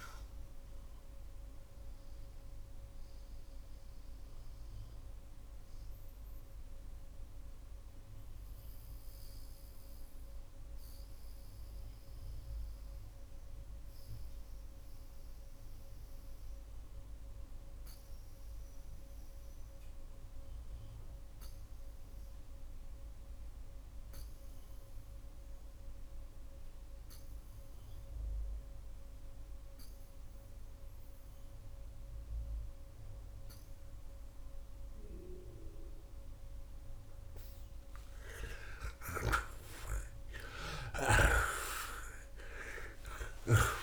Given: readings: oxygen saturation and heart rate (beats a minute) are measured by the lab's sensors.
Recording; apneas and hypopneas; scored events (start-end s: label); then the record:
breathing in sleep by a room microphone; 1
0.00-13.50 s: oxygen desaturation (device-marked, oxygen 86% lowest)
2.00-37.00 s: mixed apnea (oxygen 91% before, 79% lowest)
21.50-32.50 s: oxygen desaturation (device-marked, oxygen 87% before, 79% lowest)
38.50-43.83 s: snoring (device-marked)
39.00-43.50 s: arousal
From the record:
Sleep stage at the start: REM sleep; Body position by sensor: on the back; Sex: male